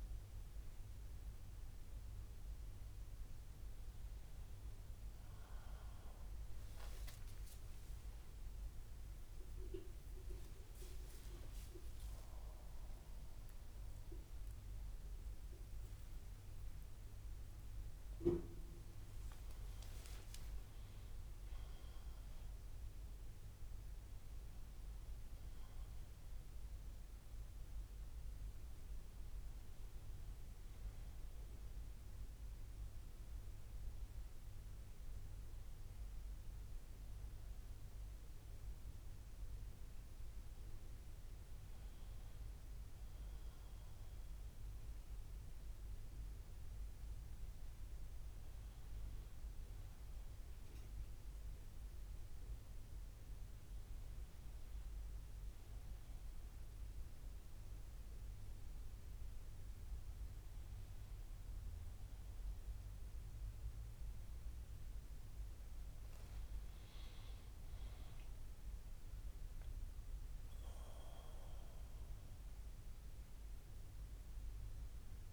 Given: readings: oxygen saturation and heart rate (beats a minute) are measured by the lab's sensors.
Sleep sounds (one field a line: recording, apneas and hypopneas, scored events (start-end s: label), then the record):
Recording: breathing in sleep, hard to hear, by a room microphone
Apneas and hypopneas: none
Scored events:
11.00-13.00 s: long interval between heartbeats (device-marked, heart rate 64 before, 80 extreme)
14.50-19.00 s: arousal
28.50-75.33 s: new sleep stage, REM sleep
From the record:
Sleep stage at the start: N2 (light sleep)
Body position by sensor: on the back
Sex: male